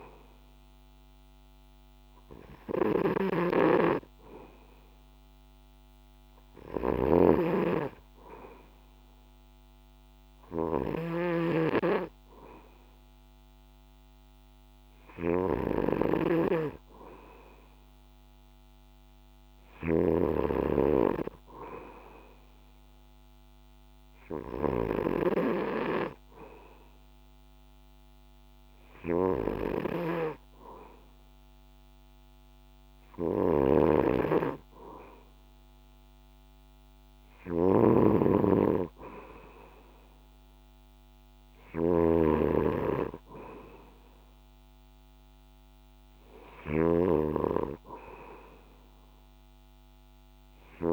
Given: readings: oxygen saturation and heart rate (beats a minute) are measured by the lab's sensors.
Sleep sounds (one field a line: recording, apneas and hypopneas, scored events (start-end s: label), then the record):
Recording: breathing in sleep by a microphone on the trachea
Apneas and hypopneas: none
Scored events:
0.00-4.00 s: oxygen desaturation (device-marked, oxygen 92% lowest, heart rate 64 extreme)
0.00-50.93 s: snoring (device-marked)
From the record:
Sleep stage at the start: N2 (light sleep)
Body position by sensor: on the back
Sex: male